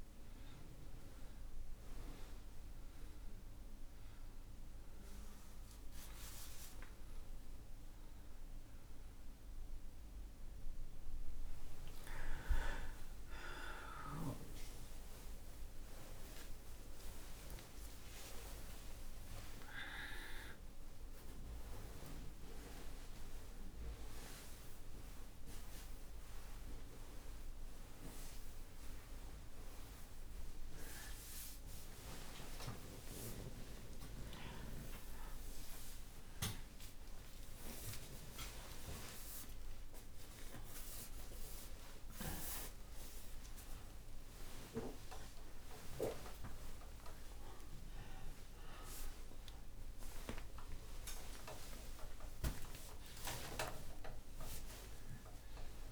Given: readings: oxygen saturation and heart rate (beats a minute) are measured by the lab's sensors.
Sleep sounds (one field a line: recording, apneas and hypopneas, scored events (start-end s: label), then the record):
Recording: a person awake in a sleep study, by a room microphone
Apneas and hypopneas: none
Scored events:
none scored
From the record:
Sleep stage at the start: awake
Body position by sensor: on the back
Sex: male